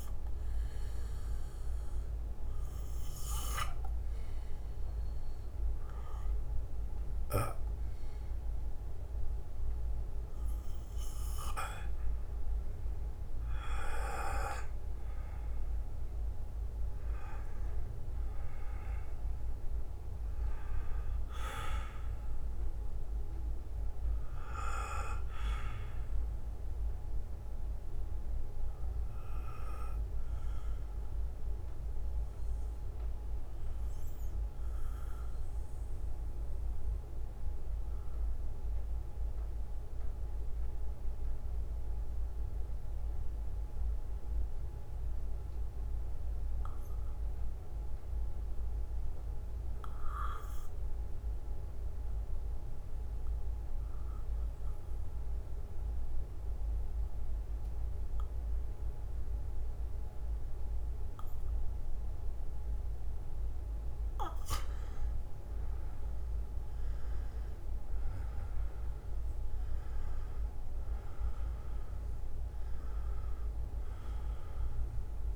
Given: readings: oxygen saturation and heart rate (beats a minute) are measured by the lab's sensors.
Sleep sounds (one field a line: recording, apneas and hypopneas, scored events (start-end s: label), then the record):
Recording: breathing in sleep by a room microphone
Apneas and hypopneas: 1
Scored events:
0.00-2.50 s: arousal
7.00-32.00 s: oxygen desaturation (device-marked, oxygen 99% before, 92% lowest, heart rate 60 before, 49 extreme)
20.00-64.00 s: bradycardia (device-marked, heart rate 60 before, 49 extreme)
34.50-64.50 s: mixed apnea (oxygen 97% before, 91% lowest, heart rate 57 before, 53 extreme, up 16 after)
66.50-71.50 s: arousal
From the record:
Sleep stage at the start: N2 (light sleep)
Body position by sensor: on the back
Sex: male